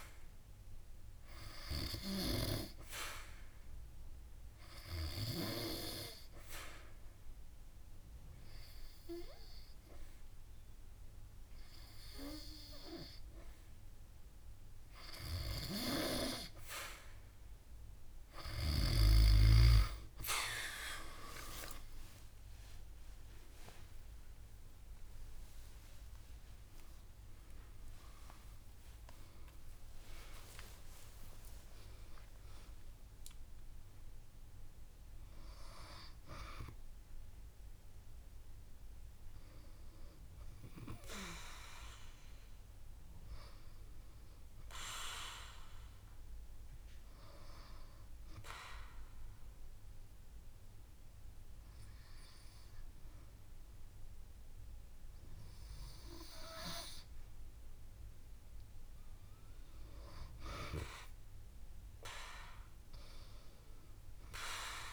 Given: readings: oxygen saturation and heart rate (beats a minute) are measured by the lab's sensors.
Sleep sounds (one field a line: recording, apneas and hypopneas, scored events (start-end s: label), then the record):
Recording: breathing in sleep by a room microphone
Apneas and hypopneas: 2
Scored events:
0.50-2.50 s: long interval between heartbeats (device-marked)
5.00-15.50 s: obstructive apnea (oxygen 95% before, 92% lowest)
7.00-30.00 s: drop in pulse transit time (device-marked)
8.00-10.00 s: long interval between heartbeats (device-marked)
21.50-23.50 s: long interval between heartbeats (device-marked)
21.50-27.50 s: arousal
24.00-26.00 s: long interval between heartbeats (device-marked)
27.50-29.50 s: long interval between heartbeats (device-marked)
31.50-33.50 s: long interval between heartbeats (device-marked)
41.50-43.50 s: long interval between heartbeats (device-marked)
48.00-58.00 s: hypopnea (oxygen 97% before, 94% lowest)
52.00-54.00 s: drop in pulse transit time (device-marked)
55.00-57.00 s: long interval between heartbeats (device-marked)
57.50-59.50 s: long interval between heartbeats (device-marked)
58.00-62.00 s: drop in pulse transit time (device-marked)
59.50-63.00 s: arousal
From the record:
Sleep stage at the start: N2 (light sleep)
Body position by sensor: on the back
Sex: female